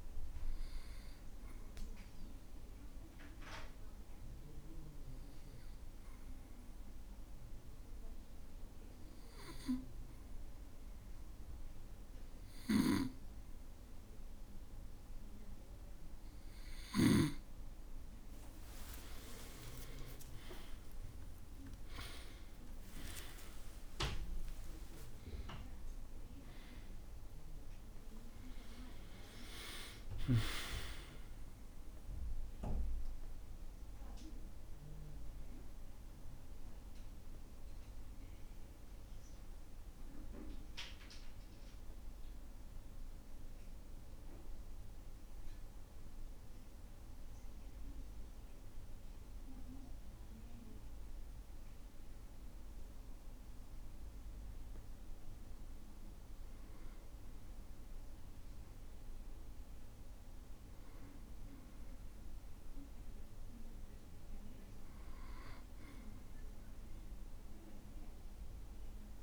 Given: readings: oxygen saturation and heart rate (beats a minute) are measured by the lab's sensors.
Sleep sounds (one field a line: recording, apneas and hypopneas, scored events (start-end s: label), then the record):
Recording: breathing in sleep by a room microphone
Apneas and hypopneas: 2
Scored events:
3.50-16.50 s: obstructive apnea (oxygen 98% before, 93% lowest, heart rate 57 before, 55 extreme, up 30 after)
19.00-21.00 s: long interval between heartbeats (device-marked, heart rate 57 before, 72 extreme)
24.00-29.50 s: arousal
35.50-59.50 s: oxygen desaturation (device-marked, oxygen 99% before, 93% lowest, heart rate 69 before, 53 extreme)
38.50-51.50 s: hypopnea (oxygen 99% before, 93% lowest, heart rate 68 before, 54 extreme, up 7 after)
61.50-65.50 s: arousal
From the record:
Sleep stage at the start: N2 (light sleep)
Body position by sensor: on the back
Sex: male